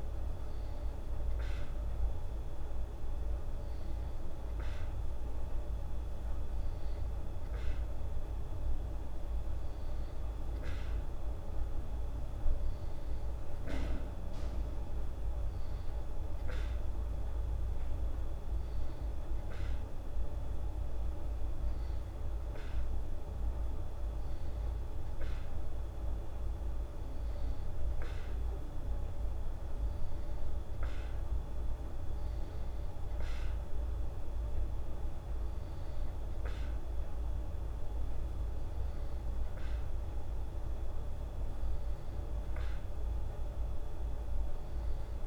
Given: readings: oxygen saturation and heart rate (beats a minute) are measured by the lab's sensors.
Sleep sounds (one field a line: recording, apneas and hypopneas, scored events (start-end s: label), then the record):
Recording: breathing in sleep, hard to hear, by a room microphone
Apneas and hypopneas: none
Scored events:
none scored
From the record:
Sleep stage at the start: N2 (light sleep)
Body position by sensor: on the back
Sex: female